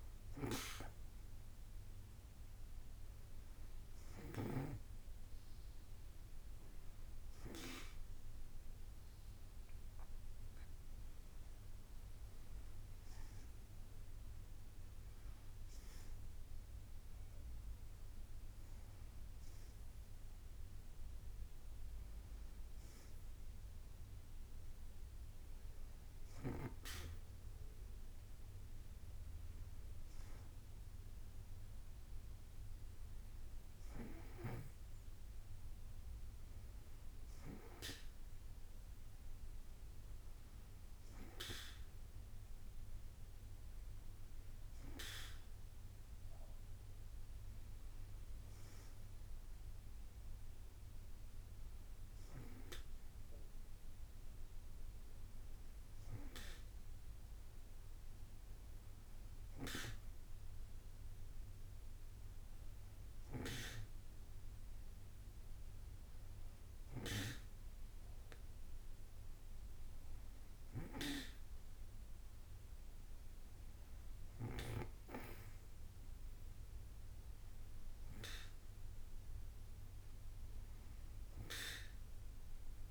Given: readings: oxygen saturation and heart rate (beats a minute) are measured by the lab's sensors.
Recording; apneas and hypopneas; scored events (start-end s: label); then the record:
breathing in sleep by a room microphone; none
none scored
From the record:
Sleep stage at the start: N2 (light sleep); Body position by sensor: on the back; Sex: female